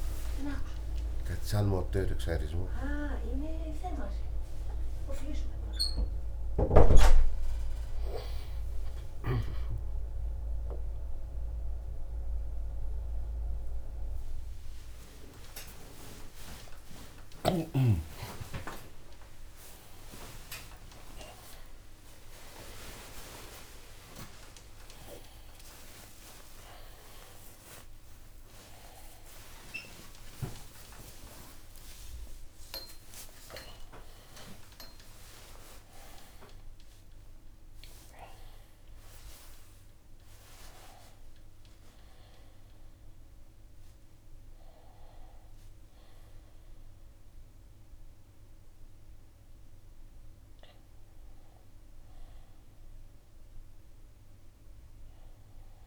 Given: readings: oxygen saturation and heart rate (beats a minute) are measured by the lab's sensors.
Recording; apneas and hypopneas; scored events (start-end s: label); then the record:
a person awake in a sleep study, by a room microphone; none
49.50-55.87 s: new sleep stage, N1 (lightest sleep)
From the record:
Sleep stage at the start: awake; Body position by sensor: on the right side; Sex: male